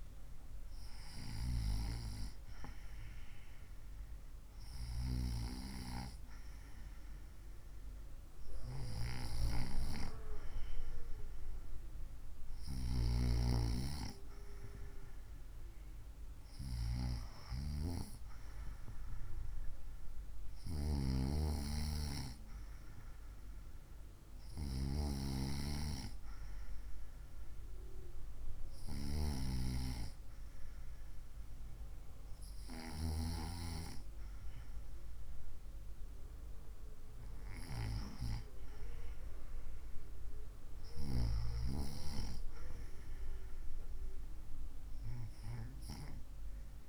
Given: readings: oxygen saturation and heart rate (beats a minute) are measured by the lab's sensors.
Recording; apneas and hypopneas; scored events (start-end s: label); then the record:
breathing in sleep by a room microphone; none
none scored
From the record:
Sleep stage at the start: N2 (light sleep); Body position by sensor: on the right side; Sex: female